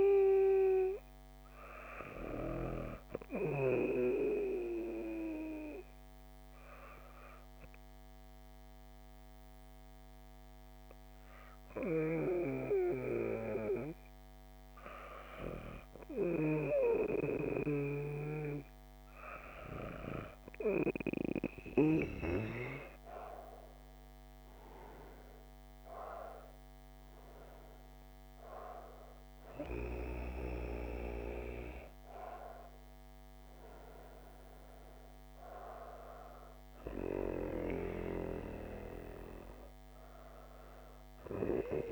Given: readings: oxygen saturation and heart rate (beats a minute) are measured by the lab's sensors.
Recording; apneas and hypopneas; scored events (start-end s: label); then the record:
breathing in sleep by a microphone on the trachea; 1
4.50-20.00 s: hypopnea (oxygen 97% before, 95% lowest, heart rate 131 before, 69 extreme, up 55 after)
22.00-27.00 s: arousal
From the record:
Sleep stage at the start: N2 (light sleep); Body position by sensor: on the back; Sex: female